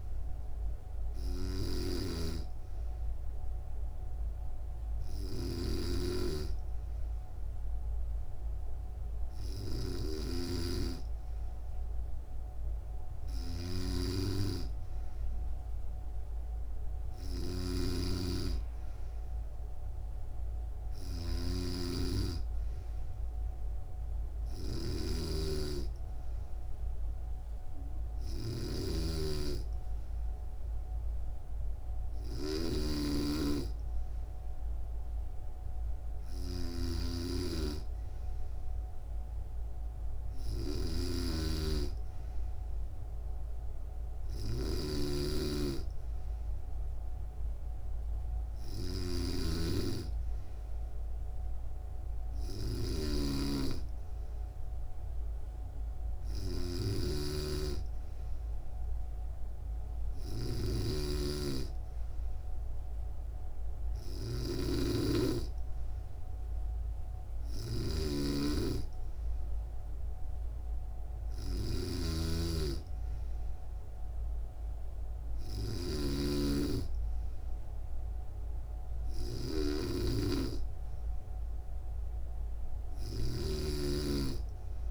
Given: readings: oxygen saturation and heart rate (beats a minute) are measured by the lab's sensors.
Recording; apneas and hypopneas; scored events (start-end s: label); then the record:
breathing in sleep by a room microphone; none
0.00-84.91 s: snoring (device-marked)
From the record:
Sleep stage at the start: N2 (light sleep); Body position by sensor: on the back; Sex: female